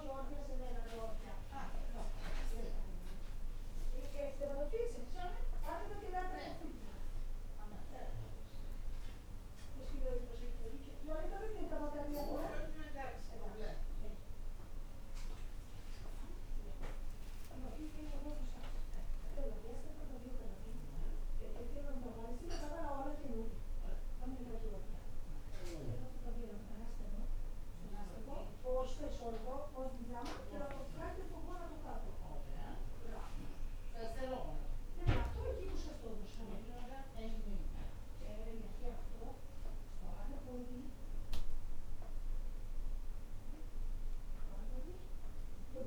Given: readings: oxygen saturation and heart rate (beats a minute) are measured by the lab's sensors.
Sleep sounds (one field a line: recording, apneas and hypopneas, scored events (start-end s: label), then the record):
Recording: a person awake in a sleep study, by a room microphone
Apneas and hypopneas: none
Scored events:
none scored
From the record:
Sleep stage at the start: awake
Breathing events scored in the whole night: 207 in 4.6 hours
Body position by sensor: on the back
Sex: female